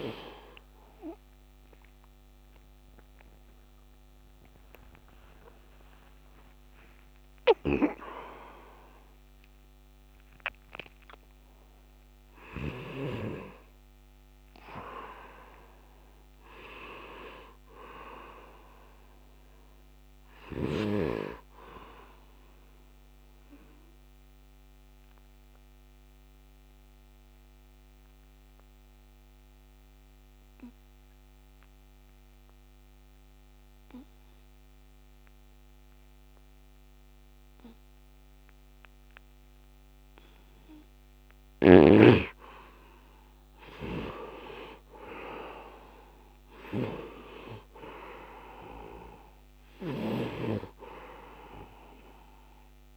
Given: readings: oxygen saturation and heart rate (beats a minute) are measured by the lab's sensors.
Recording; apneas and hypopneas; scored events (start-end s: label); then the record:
a person partly awake in a sleep study, by a microphone on the trachea; 1
0.00-15.00 s: oxygen desaturation (device-marked, oxygen 69% lowest, heart rate 69 extreme)
17.00-52.97 s: new sleep stage, N2 (light sleep)
25.00-41.00 s: obstructive apnea (oxygen 100% before, 77% lowest, heart rate 91 before, 64 extreme, up 48 after)
41.00-52.97 s: oxygen desaturation (device-marked, oxygen 98% before, 81% lowest, heart rate 74 before, 64 extreme)
43.50-48.00 s: arousal
From the record:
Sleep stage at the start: awake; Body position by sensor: on the right side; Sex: male